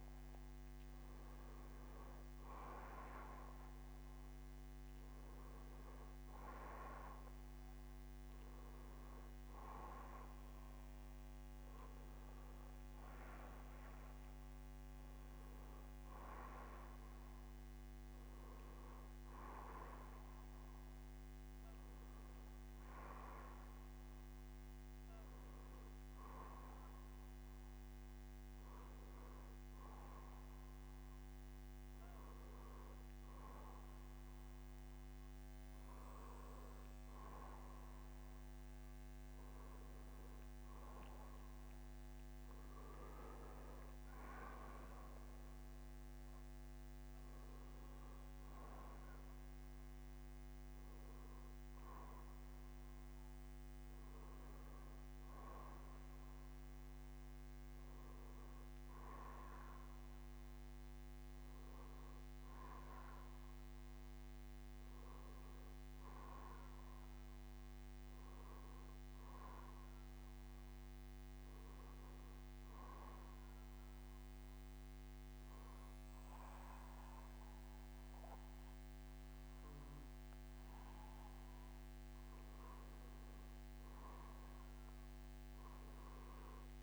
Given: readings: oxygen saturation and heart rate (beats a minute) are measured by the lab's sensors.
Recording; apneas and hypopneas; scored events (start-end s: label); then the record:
breathing in sleep by a microphone on the trachea; 1
17.50-19.50 s: bradycardia (device-marked, heart rate 62 before, 68 extreme)
20.50-22.50 s: bradycardia (device-marked, heart rate 62 before, 59 extreme)
25.50-54.50 s: bradycardia (device-marked, heart rate 62 before, 45 extreme)
57.50-86.83 s: bradycardia (device-marked, heart rate 62 before, 45 extreme)
71.50-82.50 s: obstructive apnea (oxygen 93% before, 88% lowest, heart rate 53 before, 45 extreme, up 3 after)
From the record:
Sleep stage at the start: N2 (light sleep); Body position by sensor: on the back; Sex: male